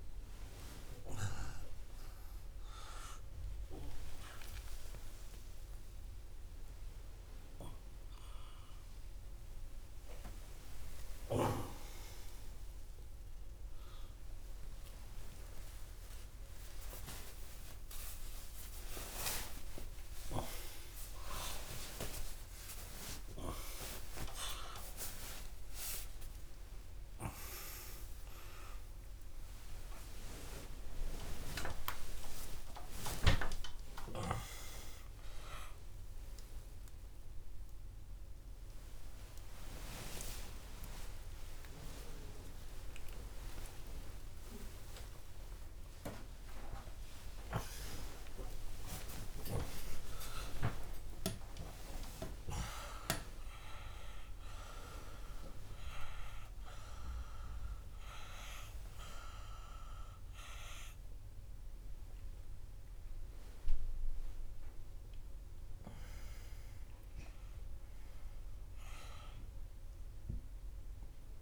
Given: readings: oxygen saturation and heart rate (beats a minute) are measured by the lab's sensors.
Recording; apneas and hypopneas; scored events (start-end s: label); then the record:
a person awake in a sleep study, by a room microphone; none
66.50-71.42 s: oxygen desaturation (device-marked, oxygen 98% before, 94% lowest, heart rate 130 before, 96 extreme)
From the record:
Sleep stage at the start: awake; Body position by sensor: on the back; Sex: male